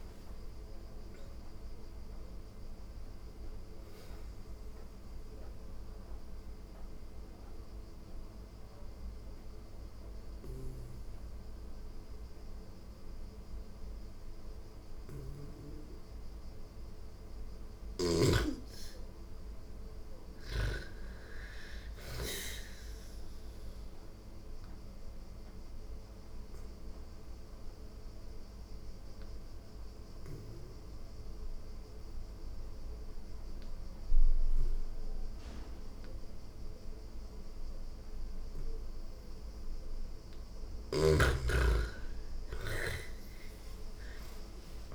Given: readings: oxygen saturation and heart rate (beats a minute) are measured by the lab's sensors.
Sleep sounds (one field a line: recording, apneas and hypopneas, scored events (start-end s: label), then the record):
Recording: breathing in sleep by a room microphone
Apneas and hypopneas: 2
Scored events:
3.50-15.50 s: oxygen desaturation (device-marked, oxygen 97% before, 85% lowest)
5.00-17.00 s: obstructive apnea (oxygen 97% before, 85% lowest)
18.50-21.50 s: arousal
24.00-39.00 s: obstructive apnea (oxygen 98% before, 85% lowest, heart rate 30 before, 28 extreme, up 33 after)
27.50-38.50 s: oxygen desaturation (device-marked, oxygen 98% before, 88% lowest, heart rate 33 before, 34 extreme)
40.00-44.95 s: snoring (device-marked)
41.00-44.95 s: arousal
From the record:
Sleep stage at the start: N2 (light sleep)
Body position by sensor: on the back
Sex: female